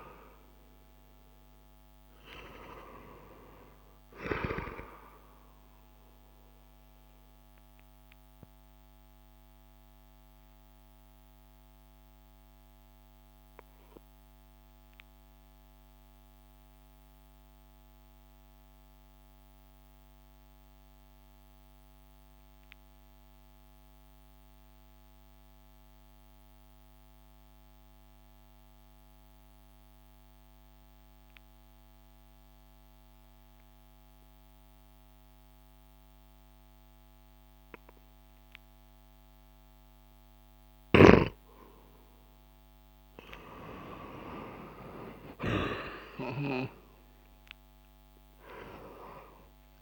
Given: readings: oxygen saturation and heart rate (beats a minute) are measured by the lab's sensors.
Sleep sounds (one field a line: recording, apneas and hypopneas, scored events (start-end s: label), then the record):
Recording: breathing in sleep by a microphone on the trachea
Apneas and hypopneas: 1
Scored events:
0.00-2.50 s: arousal
5.50-42.50 s: obstructive apnea (oxygen 98% before, 91% lowest)
42.50-49.82 s: oxygen desaturation (device-marked, oxygen 97% before, 93% lowest)
44.50-49.00 s: arousal
From the record:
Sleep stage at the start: N2 (light sleep)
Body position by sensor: on the back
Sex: male